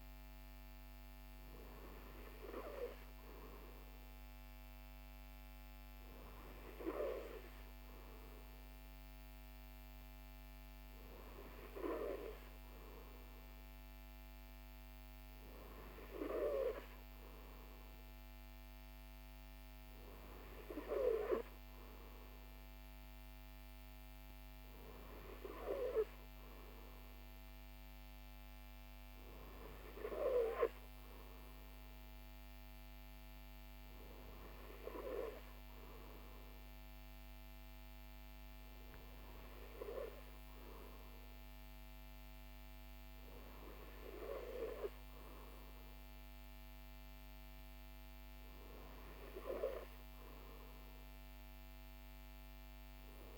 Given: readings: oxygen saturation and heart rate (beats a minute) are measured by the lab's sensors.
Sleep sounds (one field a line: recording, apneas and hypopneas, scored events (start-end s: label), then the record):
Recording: breathing in sleep by a microphone on the trachea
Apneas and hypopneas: none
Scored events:
none scored
From the record:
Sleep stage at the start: N3 (deep sleep)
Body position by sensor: on the right side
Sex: male